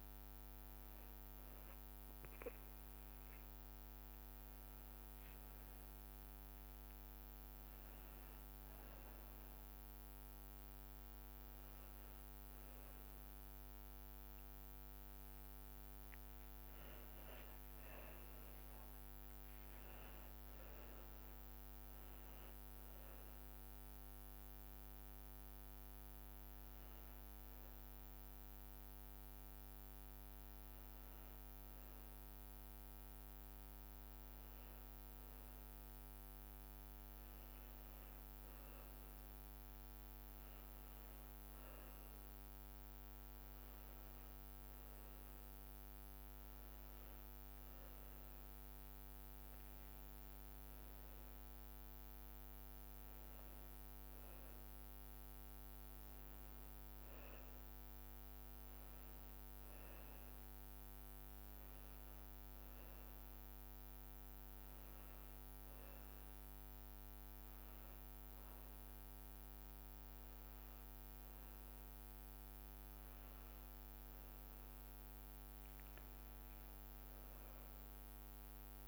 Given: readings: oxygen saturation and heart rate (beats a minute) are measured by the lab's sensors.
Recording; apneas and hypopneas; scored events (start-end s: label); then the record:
breathing in sleep, hard to hear, by a microphone on the trachea; none
45.50-50.50 s: arousal
From the record:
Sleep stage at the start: N1 (lightest sleep); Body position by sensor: on the back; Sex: male